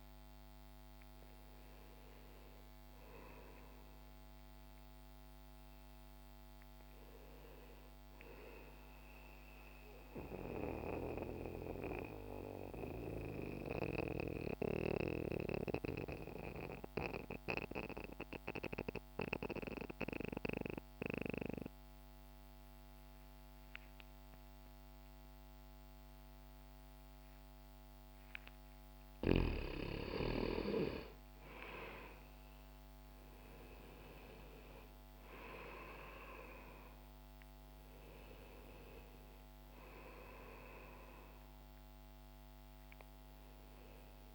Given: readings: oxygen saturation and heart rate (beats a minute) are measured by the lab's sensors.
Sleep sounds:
breathing in sleep by a microphone on the trachea; 1
0.00-21.00 s: oxygen desaturation (device-marked, oxygen 89% lowest, heart rate 36 extreme)
6.00-44.35 s: new sleep stage, N2 (light sleep)
9.00-28.50 s: mixed apnea (oxygen 96% before, 86% lowest, heart rate 64 before, 36 extreme)
30.00-44.35 s: oxygen desaturation (device-marked, oxygen 96% before, 86% lowest, heart rate 66 before, 39 extreme)
30.50-35.00 s: arousal
From the record:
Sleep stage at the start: N1 (lightest sleep); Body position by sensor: on the back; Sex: male

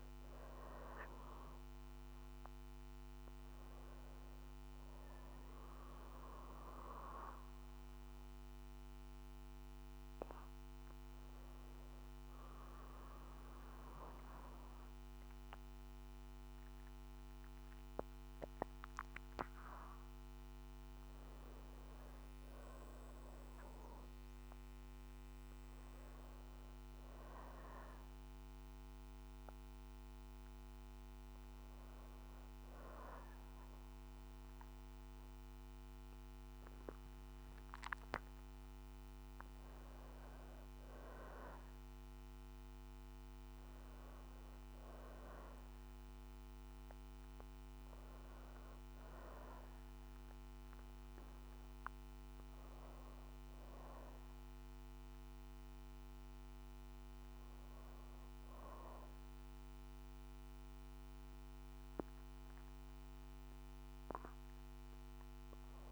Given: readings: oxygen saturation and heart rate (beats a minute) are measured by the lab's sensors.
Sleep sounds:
breathing in sleep by a microphone on the trachea; none
7.00-17.00 s: oxygen desaturation (device-marked, oxygen 94% before, 90% lowest, heart rate 61 before, 60 extreme)
28.00-38.00 s: oxygen desaturation (device-marked, oxygen 95% before, 90% lowest, heart rate 62 before, 60 extreme)
From the record:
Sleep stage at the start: N2 (light sleep); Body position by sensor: on the back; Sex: female

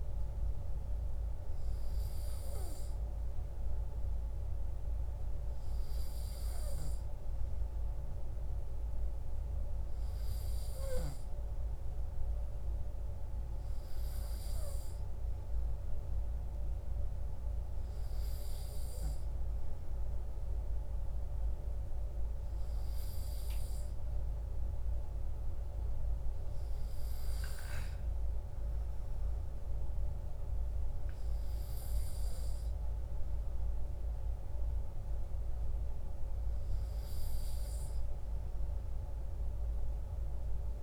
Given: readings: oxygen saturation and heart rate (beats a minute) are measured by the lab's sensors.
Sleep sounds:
breathing in sleep, hard to hear, by a room microphone; none
none scored
From the record:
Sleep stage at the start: N2 (light sleep); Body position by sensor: on the right side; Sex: male

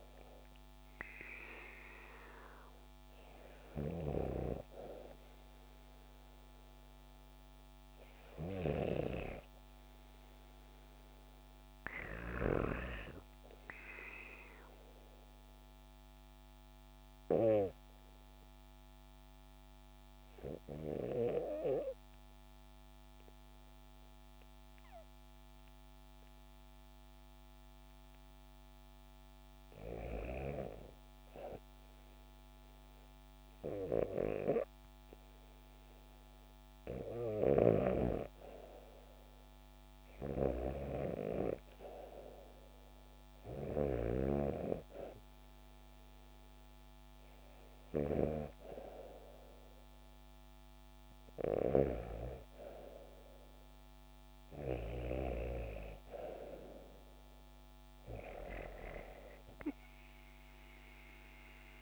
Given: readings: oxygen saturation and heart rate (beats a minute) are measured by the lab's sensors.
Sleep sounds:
breathing in sleep by a microphone on the trachea; 1
3.50-7.50 s: arousal
3.50-8.50 s: snoring (device-marked)
14.00-29.00 s: obstructive apnea (oxygen 97% before, 94% lowest, heart rate 74 before, 65 extreme, up 5 after)
33.00-37.00 s: arousal
39.50-54.50 s: snoring (device-marked)
58.00-61.82 s: arousal
From the record:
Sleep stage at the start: REM sleep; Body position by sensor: on the back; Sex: female

